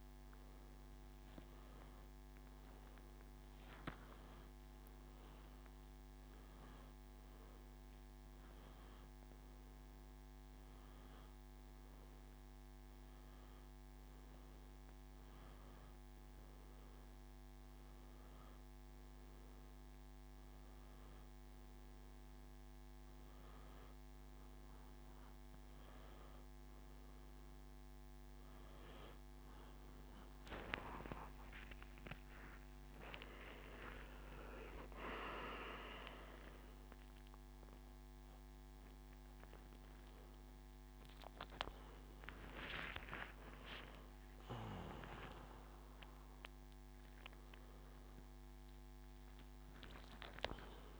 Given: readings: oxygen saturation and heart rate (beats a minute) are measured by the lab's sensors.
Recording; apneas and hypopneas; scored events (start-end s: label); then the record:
a person awake in a sleep study, by a microphone on the trachea; none
50.00-51.00 s: new sleep stage, N1 (lightest sleep)
From the record:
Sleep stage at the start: awake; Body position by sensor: on the back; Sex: male